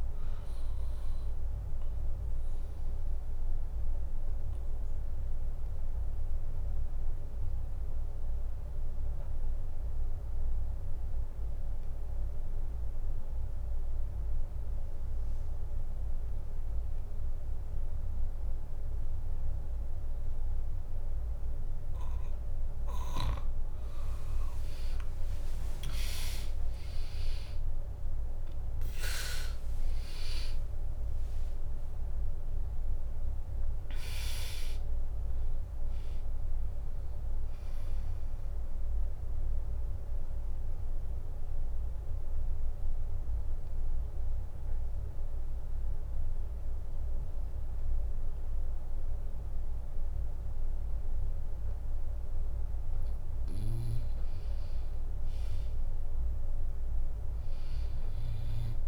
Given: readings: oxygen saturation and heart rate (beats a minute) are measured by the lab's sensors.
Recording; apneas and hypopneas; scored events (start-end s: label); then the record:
breathing in sleep by a room microphone; 2
0.00-3.50 s: drop in pulse transit time (device-marked, heart rate 61 extreme)
3.00-23.00 s: obstructive apnea (oxygen 99% before, 94% lowest, heart rate 66 before, 59 extreme, up 2 after)
3.50-16.50 s: oxygen desaturation (device-marked, oxygen 97% before, 94% lowest, heart rate 66 before, 59 extreme)
25.00-31.00 s: arousal
27.50-40.50 s: drop in pulse transit time (device-marked, heart rate 68 before, 62 extreme)
32.50-53.50 s: oxygen desaturation (device-marked, oxygen 99% before, 95% lowest, heart rate 66 before, 59 extreme)
39.50-53.00 s: obstructive apnea (oxygen 100% before, 95% lowest, heart rate 68 before, 59 extreme, up 3 after)
55.50-58.88 s: arousal
57.50-58.88 s: bradycardia (device-marked, heart rate 67 before, 61 extreme)
From the record:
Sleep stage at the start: N2 (light sleep); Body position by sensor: on the back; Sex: female